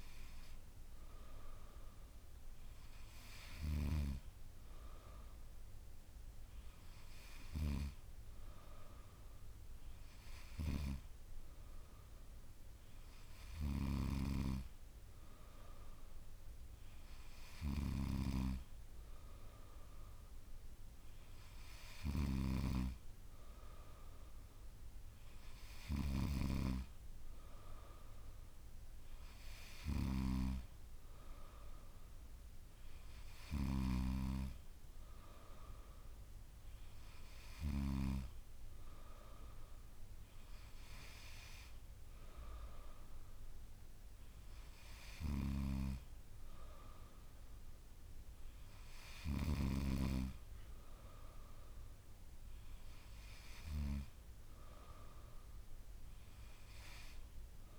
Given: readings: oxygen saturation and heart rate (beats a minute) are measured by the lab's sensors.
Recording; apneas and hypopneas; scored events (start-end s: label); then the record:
breathing in sleep by a room microphone; none
none scored
From the record:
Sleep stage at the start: N2 (light sleep); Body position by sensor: on the back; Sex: female